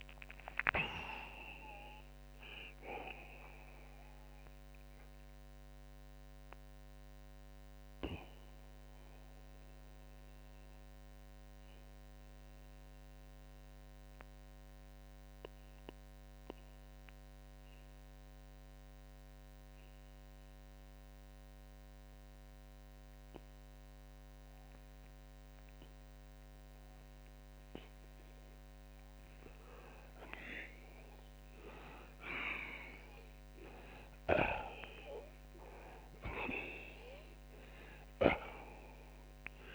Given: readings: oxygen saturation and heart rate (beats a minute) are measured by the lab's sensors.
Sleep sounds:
breathing in sleep by a microphone on the trachea; 1
2.50-32.50 s: oxygen desaturation (device-marked, oxygen 93% before, 75% lowest)
7.50-28.50 s: mixed apnea (oxygen 94% before, 75% lowest)
31.00-36.00 s: arousal
From the record:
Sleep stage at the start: N2 (light sleep); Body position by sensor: on the back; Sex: male

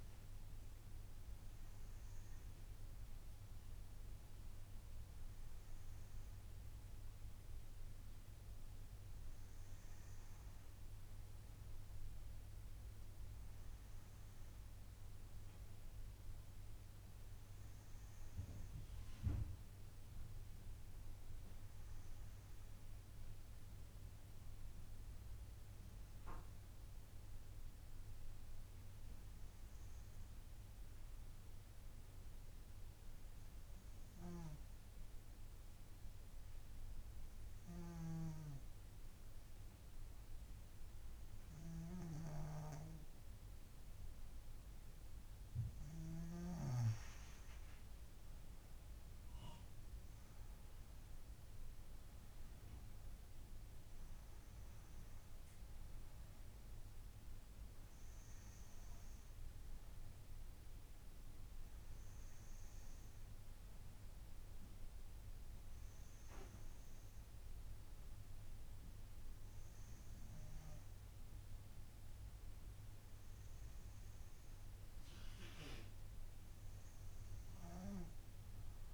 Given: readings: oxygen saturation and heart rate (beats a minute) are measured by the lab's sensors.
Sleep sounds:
breathing in sleep by a room microphone; 1
31.50-46.50 s: obstructive apnea (oxygen 96% before, 93% lowest, heart rate 70 before, 68 extreme, up 5 after)
38.00-47.00 s: snoring (device-marked)
49.00-52.50 s: arousal
From the record:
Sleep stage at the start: N2 (light sleep); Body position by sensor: on the right side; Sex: female

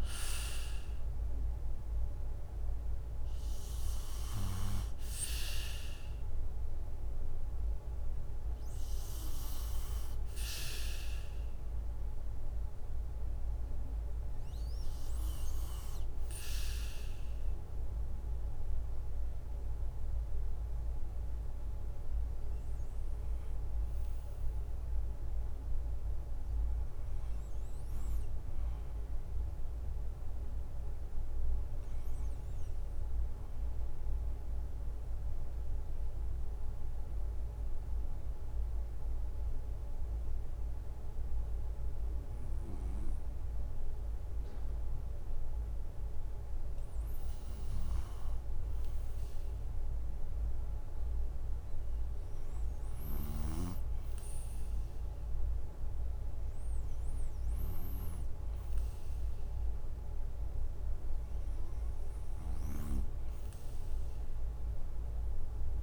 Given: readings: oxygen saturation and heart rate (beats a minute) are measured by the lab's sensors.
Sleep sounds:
breathing in sleep by a room microphone; 1
0.00-18.00 s: drop in pulse transit time (device-marked, heart rate 68 extreme)
0.00-20.00 s: oxygen desaturation (device-marked, oxygen 87% lowest, heart rate 63 extreme)
27.00-30.00 s: arousal
35.50-47.50 s: obstructive apnea (oxygen 98% before, 89% lowest, heart rate 66 before, 63 extreme, up 6 after)
47.00-65.83 s: oxygen desaturation (device-marked, oxygen 97% before, 89% lowest, heart rate 64 before, 64 extreme)
49.00-51.50 s: arousal
From the record:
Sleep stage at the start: N2 (light sleep); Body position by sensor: on the right side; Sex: male

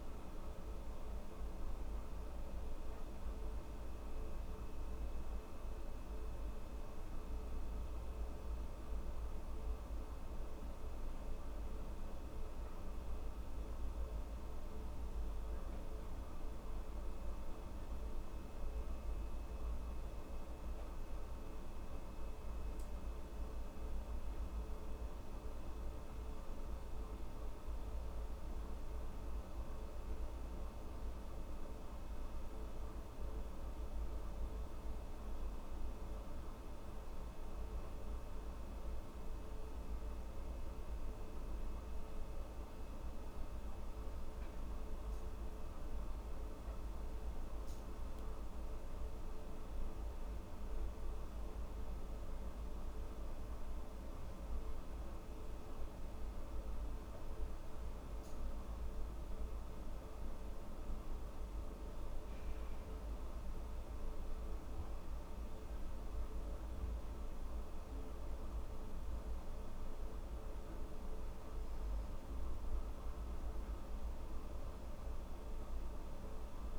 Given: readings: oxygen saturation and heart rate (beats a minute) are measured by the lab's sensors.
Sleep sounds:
breathing in sleep, hard to hear, by a room microphone; none
none scored
From the record:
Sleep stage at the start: N2 (light sleep); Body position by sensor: on the back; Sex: female

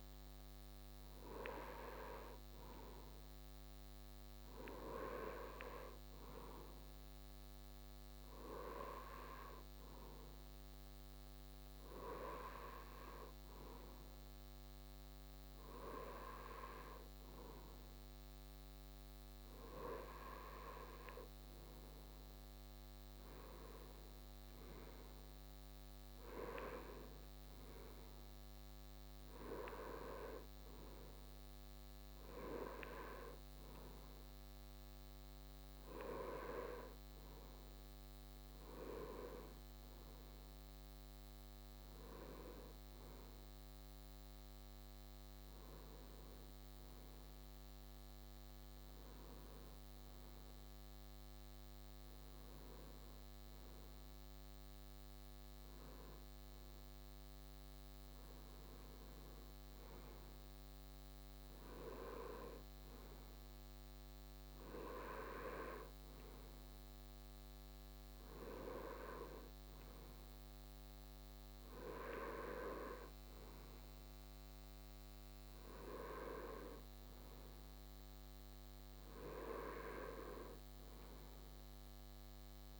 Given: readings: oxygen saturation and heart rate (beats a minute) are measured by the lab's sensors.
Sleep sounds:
breathing in sleep by a microphone on the trachea; none
none scored
From the record:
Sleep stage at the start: N2 (light sleep); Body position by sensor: on the right side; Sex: male

